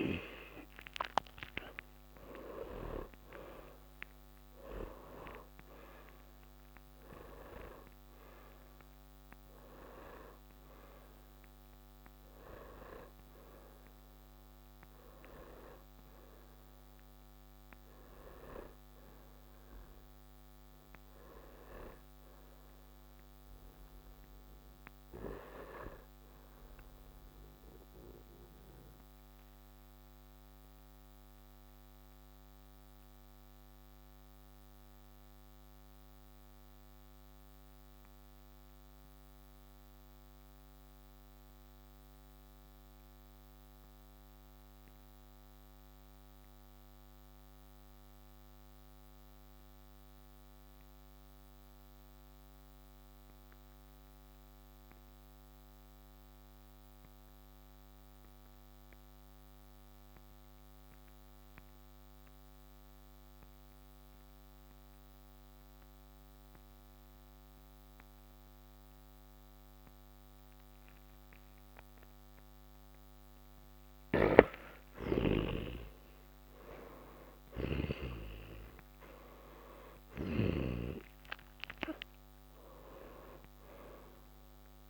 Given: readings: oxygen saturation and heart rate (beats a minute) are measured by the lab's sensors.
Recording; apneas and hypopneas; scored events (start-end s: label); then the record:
breathing in sleep by a microphone on the trachea; 1
0.00-35.00 s: oxygen desaturation (device-marked, oxygen 86% lowest, heart rate 48 extreme)
27.50-73.00 s: mixed apnea (oxygen 94% before, 87% lowest, heart rate 61 before, 47 extreme, up 20 after)
69.00-84.90 s: oxygen desaturation (device-marked, oxygen 98% before, 87% lowest, heart rate 55 before, 44 extreme)
72.00-84.90 s: new sleep stage, N1 (lightest sleep)
74.00-78.00 s: snoring (device-marked)
74.50-80.00 s: arousal
From the record:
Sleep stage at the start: N2 (light sleep); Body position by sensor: on the back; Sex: male